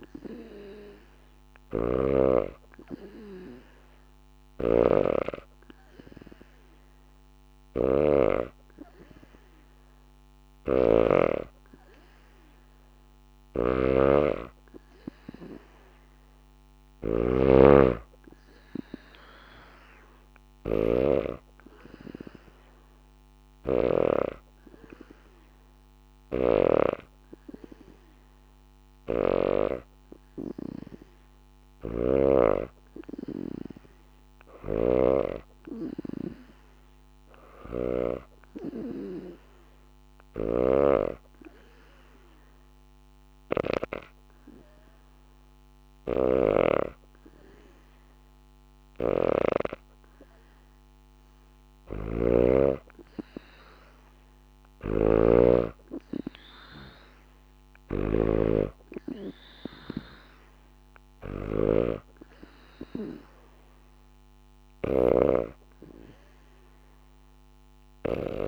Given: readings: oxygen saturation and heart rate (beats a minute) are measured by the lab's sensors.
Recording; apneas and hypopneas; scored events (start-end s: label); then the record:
breathing in sleep by a microphone on the trachea; 1
1.00-26.50 s: snoring (device-marked)
25.50-31.50 s: oxygen desaturation (device-marked, oxygen 94% before, 91% lowest, heart rate 76 before, 73 extreme)
28.50-32.00 s: snoring (device-marked)
32.00-35.00 s: arousal
34.00-68.48 s: snoring (device-marked)
39.00-51.00 s: obstructive apnea (oxygen 94% before, 90% lowest, heart rate 75 before, 75 extreme, up 2 after)
53.00-56.00 s: arousal
59.50-68.48 s: oxygen desaturation (device-marked, oxygen 94% before, 90% lowest, heart rate 75 before, 73 extreme)
From the record:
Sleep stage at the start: N2 (light sleep); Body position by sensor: on the back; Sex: female